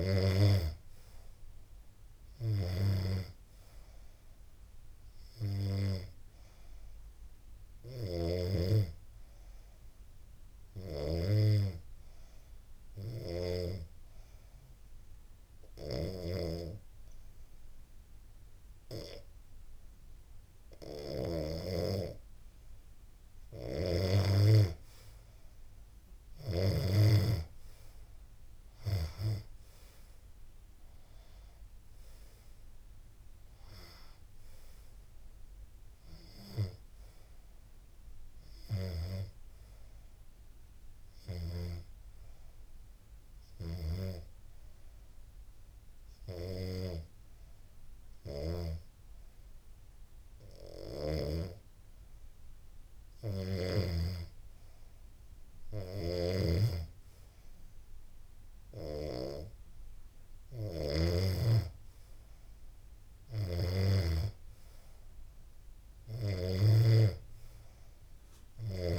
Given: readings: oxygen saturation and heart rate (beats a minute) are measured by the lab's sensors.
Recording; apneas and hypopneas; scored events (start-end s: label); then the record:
breathing in sleep by a room microphone; 2
12.00-23.00 s: obstructive apnea (oxygen 94% before, 90% lowest, heart rate 77 before, 74 extreme, up 5 after)
24.00-46.00 s: oxygen desaturation (device-marked, oxygen 95% before, 90% lowest, heart rate 76 before, 74 extreme)
26.00-30.00 s: arousal
40.50-52.50 s: hypopnea (oxygen 95% before, 90% lowest, heart rate 77 before, 74 extreme, up 2 after)
54.50-65.50 s: snoring (device-marked)
55.00-58.50 s: arousal
61.00-68.99 s: oxygen desaturation (device-marked, oxygen 96% before, 92% lowest, heart rate 75 before, 72 extreme)
From the record:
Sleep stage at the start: N2 (light sleep); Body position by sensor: on the back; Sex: female